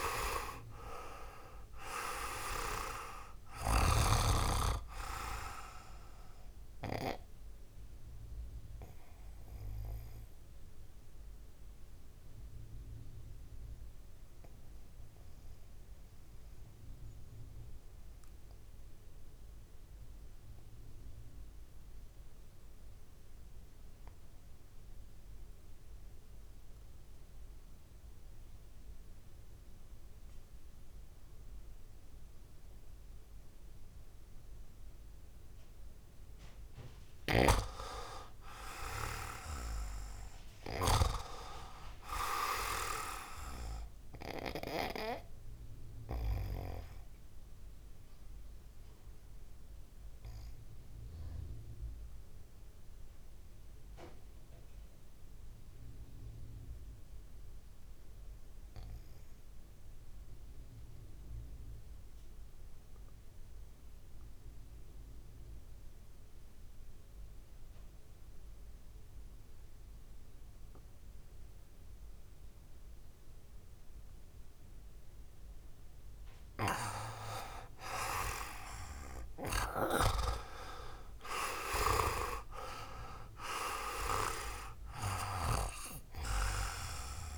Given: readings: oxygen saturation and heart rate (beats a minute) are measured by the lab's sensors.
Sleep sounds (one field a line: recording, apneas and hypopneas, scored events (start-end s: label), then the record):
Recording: breathing in sleep by a room microphone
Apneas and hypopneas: 2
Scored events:
0.00-1.00 s: arousal
0.00-26.00 s: oxygen desaturation (device-marked, oxygen 88% lowest, heart rate 55 extreme)
9.00-35.00 s: mixed apnea (oxygen 99% before, 88% lowest, heart rate 65 before, 55 extreme, up 4 after)
37.00-41.00 s: arousal
42.00-62.00 s: oxygen desaturation (device-marked, oxygen 98% before, 90% lowest, heart rate 67 before, 53 extreme)
47.50-75.50 s: obstructive apnea (oxygen 100% before, 90% lowest, heart rate 65 before, 52 extreme, up 7 after)
78.00-82.00 s: arousal
80.00-87.38 s: oxygen desaturation (device-marked, oxygen 97% before, 91% lowest, heart rate 57 before, 52 extreme)
From the record:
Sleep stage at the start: REM sleep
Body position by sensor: on the right side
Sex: male